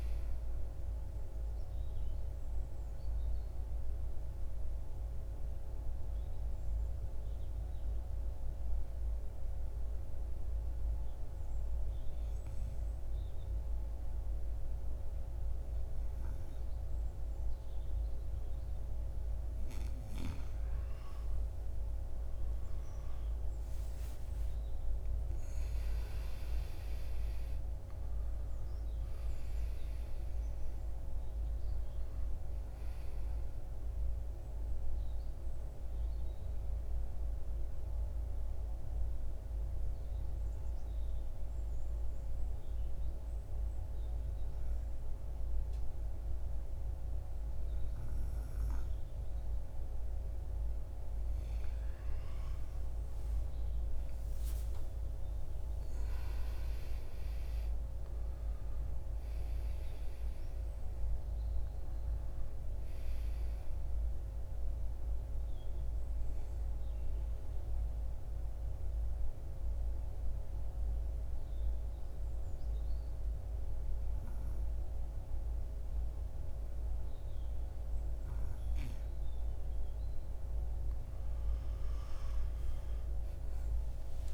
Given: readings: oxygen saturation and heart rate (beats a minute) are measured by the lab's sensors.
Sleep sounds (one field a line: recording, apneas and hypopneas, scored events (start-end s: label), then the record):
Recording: breathing in sleep, hard to hear, by a room microphone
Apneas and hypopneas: 3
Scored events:
0.00-17.00 s: oxygen desaturation (device-marked, oxygen 98% before, 92% lowest, heart rate 62 before, 54 extreme)
3.50-20.00 s: mixed apnea (oxygen 98% before, 91% lowest, heart rate 64 before, 54 extreme, up 15 after)
22.50-26.50 s: arousal
27.00-48.00 s: oxygen desaturation (device-marked, oxygen 97% before, 91% lowest, heart rate 57 before, 54 extreme)
35.00-49.50 s: obstructive apnea (oxygen 97% before, 91% lowest, heart rate 63 before, 54 extreme, up 13 after)
52.00-56.00 s: arousal
61.00-80.00 s: oxygen desaturation (device-marked, oxygen 97% before, 92% lowest, heart rate 60 before, 54 extreme)
64.00-79.50 s: mixed apnea (oxygen 97% before, 92% lowest, heart rate 62 before, 54 extreme, up 24 after)
From the record:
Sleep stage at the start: N2 (light sleep)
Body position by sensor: on the back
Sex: male